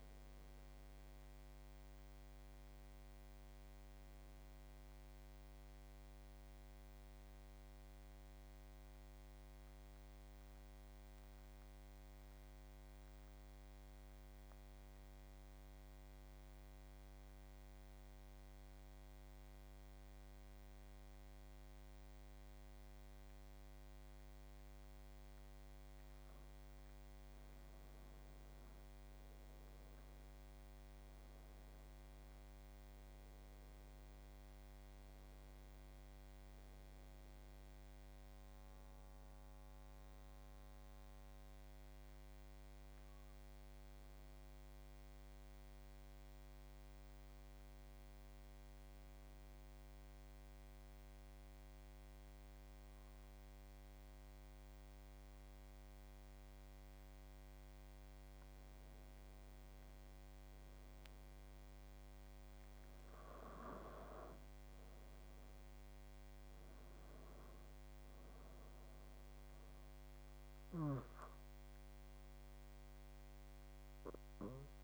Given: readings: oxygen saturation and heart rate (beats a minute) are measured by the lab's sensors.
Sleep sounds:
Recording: breathing in sleep, hard to hear, by a microphone on the trachea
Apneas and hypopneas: 2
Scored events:
0.00-14.50 s: oxygen desaturation (device-marked, oxygen 89% lowest, heart rate 69 extreme)
16.00-26.50 s: central apnea (oxygen 95% before, 90% lowest, heart rate 80 before, 64 extreme, up 11 after)
28.50-33.00 s: arousal
29.50-52.50 s: oxygen desaturation (device-marked, oxygen 98% before, 90% lowest, heart rate 77 before, 64 extreme)
42.00-57.00 s: hypopnea (oxygen 98% before, 90% lowest, heart rate 84 before, 66 extreme, up 16 after)
58.50-62.00 s: arousal
67.50-74.84 s: oxygen desaturation (device-marked, oxygen 95% before, 90% lowest, heart rate 77 before, 69 extreme)
From the record:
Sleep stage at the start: N2 (light sleep)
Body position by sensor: on the back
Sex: male

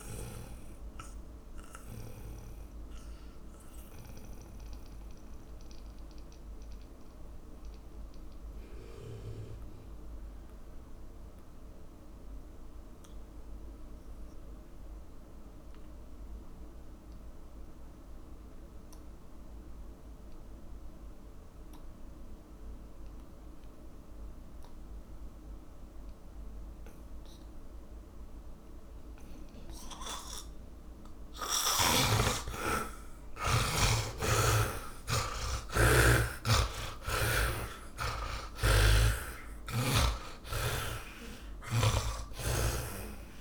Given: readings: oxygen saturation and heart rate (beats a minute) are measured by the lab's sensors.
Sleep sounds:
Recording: breathing in sleep by a room microphone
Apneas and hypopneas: 1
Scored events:
0.00-18.50 s: oxygen desaturation (device-marked, oxygen 80% lowest)
1.00-32.00 s: mixed apnea (oxygen 100% before, 78% lowest)
25.50-43.41 s: oxygen desaturation (device-marked, oxygen 100% before, 78% lowest)
34.50-39.00 s: arousal
37.00-40.50 s: snoring (device-marked)
From the record:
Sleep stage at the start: N2 (light sleep)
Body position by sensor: on the back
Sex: male

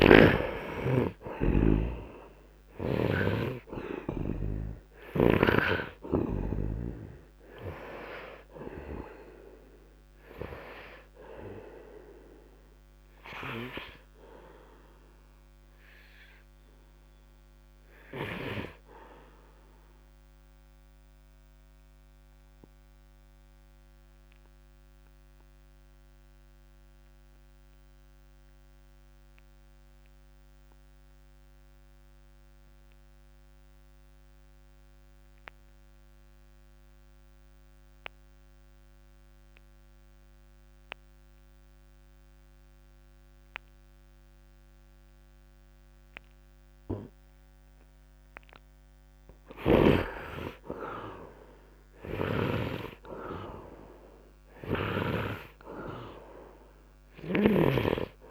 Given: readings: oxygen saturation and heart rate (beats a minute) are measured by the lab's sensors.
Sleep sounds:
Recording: breathing in sleep by a microphone on the trachea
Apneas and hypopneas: 1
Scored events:
0.00-3.50 s: arousal
0.00-3.50 s: snoring (device-marked)
0.00-30.00 s: oxygen desaturation (device-marked, oxygen 99% before, 67% lowest, heart rate 70 before, 50 extreme)
21.00-48.00 s: obstructive apnea (oxygen 88% before, 67% lowest, heart rate 66 before, 56 extreme, up 3 after)
49.50-54.00 s: arousal
52.00-55.50 s: snoring (device-marked)
From the record:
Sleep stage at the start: N2 (light sleep)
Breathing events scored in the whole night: 244 in 3.0 hours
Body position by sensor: upright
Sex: male

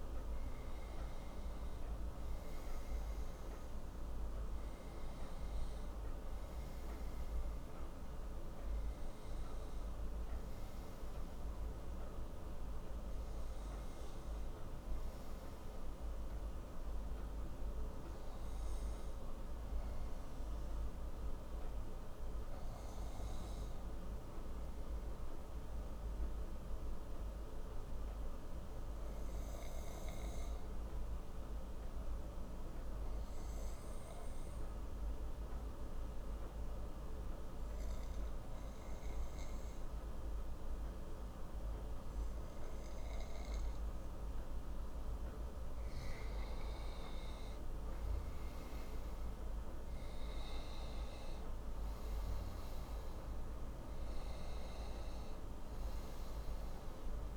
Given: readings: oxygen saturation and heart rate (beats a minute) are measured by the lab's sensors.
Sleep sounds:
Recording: breathing in sleep, hard to hear, by a room microphone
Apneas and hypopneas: 1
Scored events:
0.00-18.00 s: oxygen desaturation (device-marked, oxygen 94% before, 90% lowest)
25.00-45.00 s: obstructive apnea (oxygen 96% before, 88% lowest)
44.00-57.37 s: oxygen desaturation (device-marked, oxygen 96% before, 88% lowest)
48.00-52.00 s: arousal
From the record:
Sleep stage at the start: N2 (light sleep)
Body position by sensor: on the right side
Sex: male

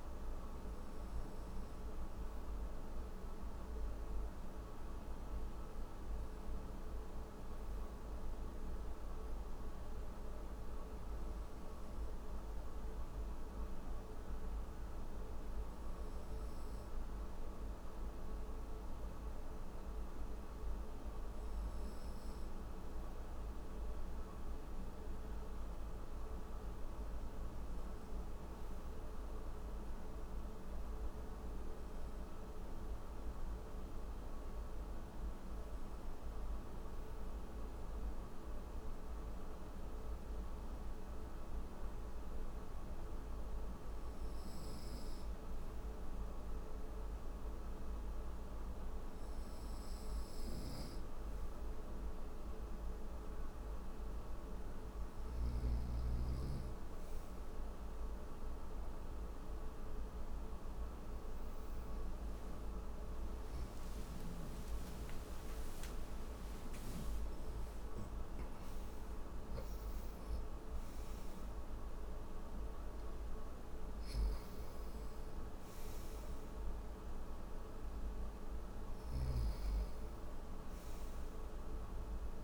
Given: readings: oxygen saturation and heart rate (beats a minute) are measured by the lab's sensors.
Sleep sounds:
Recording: breathing in sleep, hard to hear, by a room microphone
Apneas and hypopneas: none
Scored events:
78.00-82.44 s: snoring (device-marked)
From the record:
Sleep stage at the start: N1 (lightest sleep)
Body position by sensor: on the right side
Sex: male

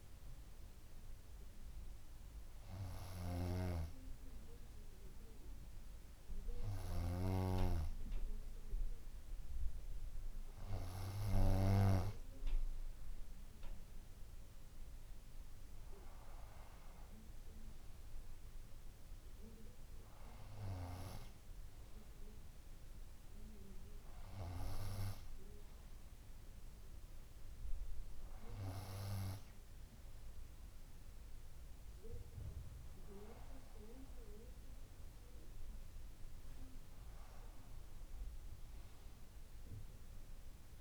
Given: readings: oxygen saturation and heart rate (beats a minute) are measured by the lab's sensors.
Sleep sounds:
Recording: breathing in sleep by a room microphone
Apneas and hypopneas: none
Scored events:
0.00-1.00 s: bradycardia (device-marked, heart rate 60 extreme)
3.50-7.50 s: snoring (device-marked)
12.00-22.00 s: bradycardia (device-marked, heart rate 62 before, 55 extreme)
33.00-35.00 s: bradycardia (device-marked, heart rate 62 before, 60 extreme)
From the record:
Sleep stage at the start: N2 (light sleep)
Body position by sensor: on the front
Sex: female

